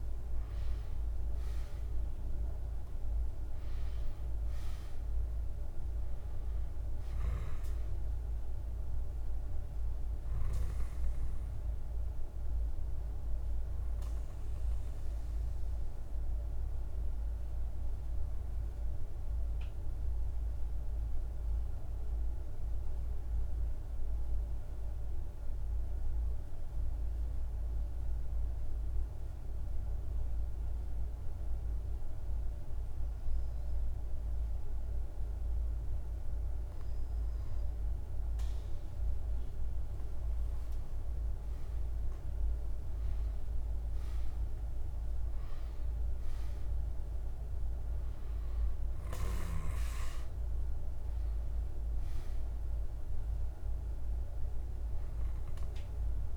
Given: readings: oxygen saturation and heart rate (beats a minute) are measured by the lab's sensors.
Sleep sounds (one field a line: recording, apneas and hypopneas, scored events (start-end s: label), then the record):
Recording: breathing in sleep, hard to hear, by a room microphone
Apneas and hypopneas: 1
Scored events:
0.00-1.50 s: arousal
0.00-23.00 s: oxygen desaturation (device-marked, oxygen 90% lowest, heart rate 49 extreme)
17.50-37.00 s: mixed apnea (oxygen 97% before, 91% lowest, heart rate 56 before, 49 extreme, up 4 after)
39.00-56.37 s: oxygen desaturation (device-marked, oxygen 98% before, 91% lowest, heart rate 50 before, 50 extreme)
39.50-43.00 s: arousal
From the record:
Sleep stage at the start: N2 (light sleep)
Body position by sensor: on the back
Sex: male